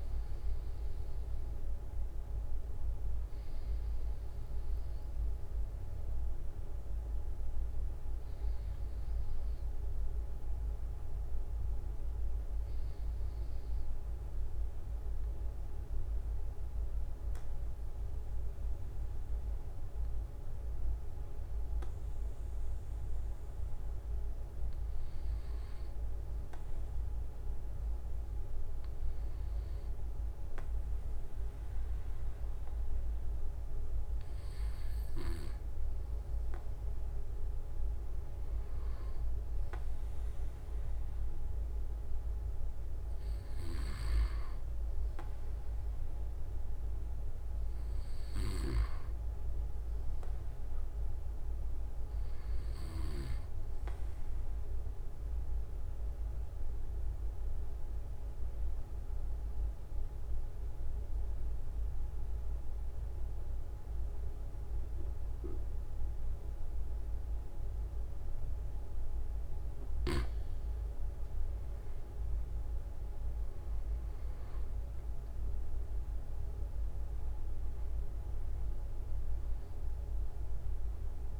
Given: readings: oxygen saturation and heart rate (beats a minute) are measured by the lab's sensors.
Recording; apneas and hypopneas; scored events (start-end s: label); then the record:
breathing in sleep, hard to hear, by a room microphone; 2
0.50-2.50 s: long interval between heartbeats (device-marked)
18.00-37.50 s: hypopnea (oxygen 95% before, 93% lowest)
21.00-23.00 s: long interval between heartbeats (device-marked)
26.50-28.50 s: long interval between heartbeats (device-marked)
33.00-35.00 s: long interval between heartbeats (device-marked)
37.00-39.00 s: long interval between heartbeats (device-marked)
41.00-45.50 s: arousal
43.50-45.50 s: long interval between heartbeats (device-marked)
54.50-69.00 s: obstructive apnea (oxygen 97% before, 93% lowest)
55.00-81.40 s: new sleep stage, N2 (light sleep)
64.50-66.50 s: long interval between heartbeats (device-marked)
68.50-70.50 s: long interval between heartbeats (device-marked)
72.50-78.00 s: arousal
From the record:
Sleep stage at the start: N1 (lightest sleep); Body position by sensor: on the right side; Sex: male